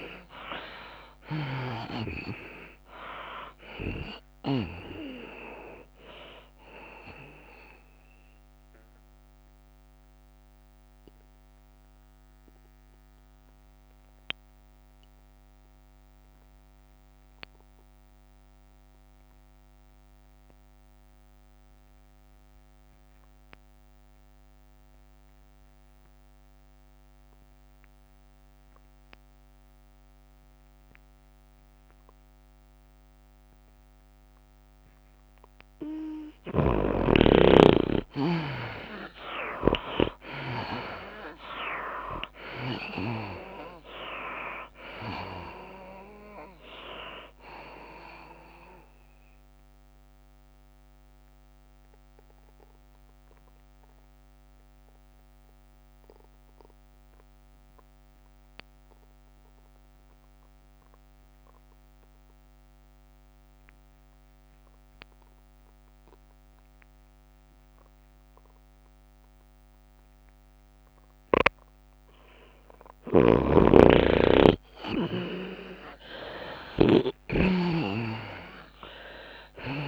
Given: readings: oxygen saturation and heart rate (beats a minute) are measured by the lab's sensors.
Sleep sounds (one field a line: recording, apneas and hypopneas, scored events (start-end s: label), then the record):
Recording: breathing in sleep by a microphone on the trachea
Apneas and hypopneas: 2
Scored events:
0.00-1.50 s: arousal
0.00-19.00 s: tachycardia (device-marked, heart rate 108 extreme)
0.00-21.00 s: oxygen desaturation (device-marked, oxygen 75% lowest, heart rate 92 extreme)
1.00-15.00 s: drop in pulse transit time (device-marked, heart rate 95 before, 101 extreme)
10.00-35.50 s: obstructive apnea (oxygen 96% before, 75% lowest, heart rate 100 before, 100 extreme, up 0 after)
20.00-38.00 s: tachycardia (device-marked, heart rate 101 before, 125 extreme)
24.00-26.00 s: long interval between heartbeats (device-marked, heart rate 105 before, 108 extreme)
26.00-58.00 s: oxygen desaturation (device-marked, oxygen 98% before, 75% lowest, heart rate 106 before, 94 extreme)
30.00-32.00 s: long interval between heartbeats (device-marked, heart rate 107 before, 117 extreme)
32.50-34.50 s: long interval between heartbeats (device-marked, heart rate 108 before, 118 extreme)
36.00-38.00 s: long interval between heartbeats (device-marked, heart rate 111 before, 110 extreme)
37.50-40.50 s: arousal
40.00-58.00 s: tachycardia (device-marked, heart rate 101 before, 114 extreme)
41.00-56.00 s: drop in pulse transit time (device-marked, heart rate 112 before, 100 extreme)
49.50-73.50 s: obstructive apnea (oxygen 98% before, 75% lowest, heart rate 110 before, 94 extreme, up 40 after)
59.00-68.00 s: tachycardia (device-marked, heart rate 101 before, 116 extreme)
62.50-64.50 s: long interval between heartbeats (device-marked, heart rate 107 before, 107 extreme)
64.00-79.88 s: oxygen desaturation (device-marked, oxygen 98% before, 76% lowest, heart rate 108 before, 94 extreme)
65.00-67.00 s: long interval between heartbeats (device-marked, heart rate 108 before, 115 extreme)
69.00-79.88 s: tachycardia (device-marked, heart rate 103 before, 137 extreme)
72.50-74.50 s: long interval between heartbeats (device-marked, heart rate 108 before, 104 extreme)
74.00-78.50 s: snoring (device-marked)
75.50-79.00 s: arousal
77.50-79.50 s: long interval between heartbeats (device-marked, heart rate 108 before, 114 extreme)
From the record:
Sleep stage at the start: N2 (light sleep)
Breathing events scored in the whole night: 372 in 4.0 hours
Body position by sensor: on the back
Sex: female